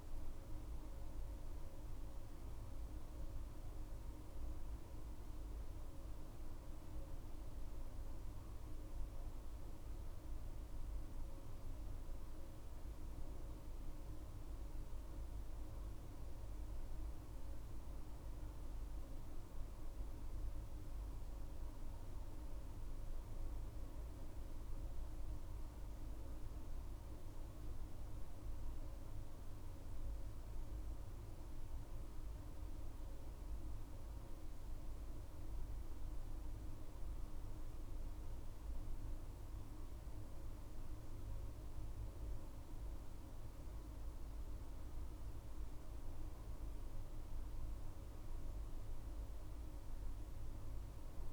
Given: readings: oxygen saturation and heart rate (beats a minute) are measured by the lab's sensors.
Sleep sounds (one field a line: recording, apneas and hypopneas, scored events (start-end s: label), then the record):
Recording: a person awake in a sleep study, hard to hear, by a room microphone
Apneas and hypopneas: none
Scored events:
none scored
From the record:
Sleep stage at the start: awake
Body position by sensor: on the back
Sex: female